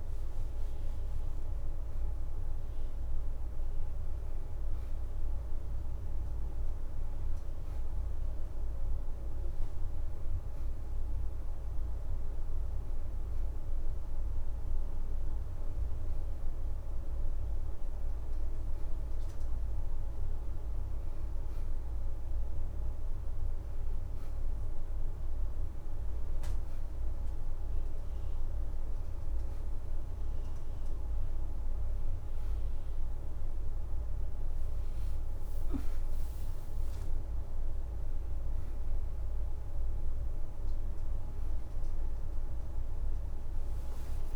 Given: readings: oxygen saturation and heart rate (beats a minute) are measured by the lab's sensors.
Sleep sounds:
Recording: breathing in sleep, hard to hear, by a room microphone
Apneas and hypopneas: none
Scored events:
0.00-1.50 s: leg movement (device-marked)
2.50-4.50 s: leg movement (device-marked)
From the record:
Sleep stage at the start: N1 (lightest sleep)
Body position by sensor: on the right side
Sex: female

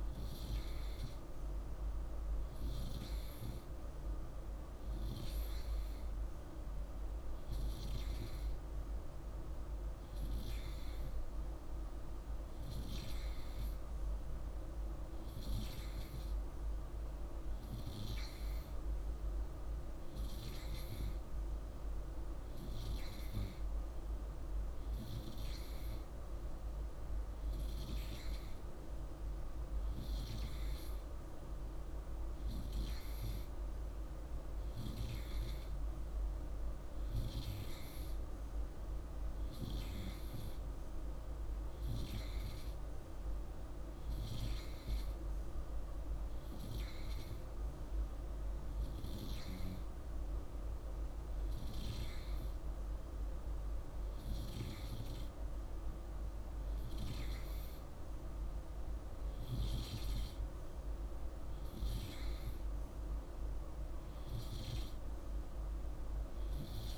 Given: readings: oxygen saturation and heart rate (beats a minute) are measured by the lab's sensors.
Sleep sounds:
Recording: breathing in sleep, hard to hear, by a room microphone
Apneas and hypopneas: none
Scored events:
none scored
From the record:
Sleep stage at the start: N2 (light sleep)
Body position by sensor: on the right side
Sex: male

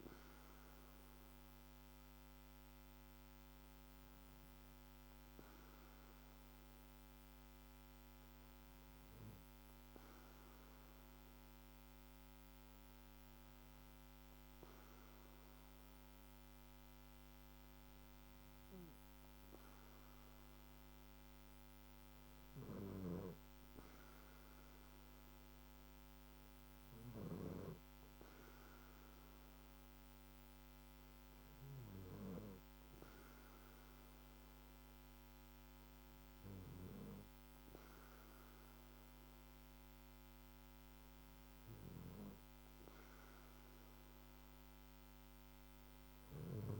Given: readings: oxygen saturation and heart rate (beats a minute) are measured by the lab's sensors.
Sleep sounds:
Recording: breathing in sleep by a microphone on the trachea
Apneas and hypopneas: none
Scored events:
22.00-27.00 s: snoring (device-marked)
From the record:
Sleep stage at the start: N2 (light sleep)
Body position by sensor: on the back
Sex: male

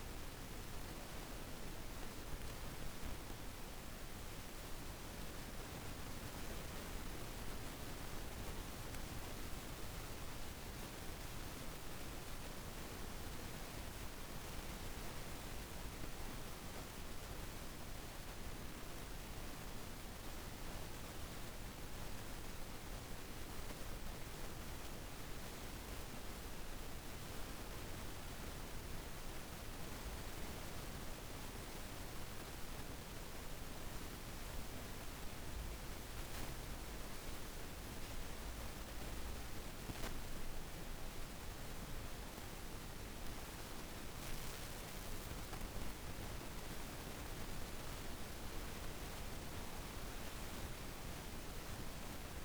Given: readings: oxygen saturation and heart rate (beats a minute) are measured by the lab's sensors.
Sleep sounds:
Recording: breathing in sleep, hard to hear, by a room microphone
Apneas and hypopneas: 2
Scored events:
0.00-12.50 s: oxygen desaturation (device-marked, oxygen 89% lowest, heart rate 54 extreme)
6.50-21.00 s: obstructive apnea (oxygen 95% before, 87% lowest, heart rate 57 before, 53 extreme, up 4 after)
23.50-28.00 s: arousal
25.50-43.50 s: oxygen desaturation (device-marked, oxygen 96% before, 87% lowest, heart rate 55 before, 52 extreme)
33.50-46.00 s: hypopnea (oxygen 96% before, 87% lowest, heart rate 56 before, 52 extreme, up 3 after)
48.00-52.45 s: arousal
From the record:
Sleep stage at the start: N2 (light sleep)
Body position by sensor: on the back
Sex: female

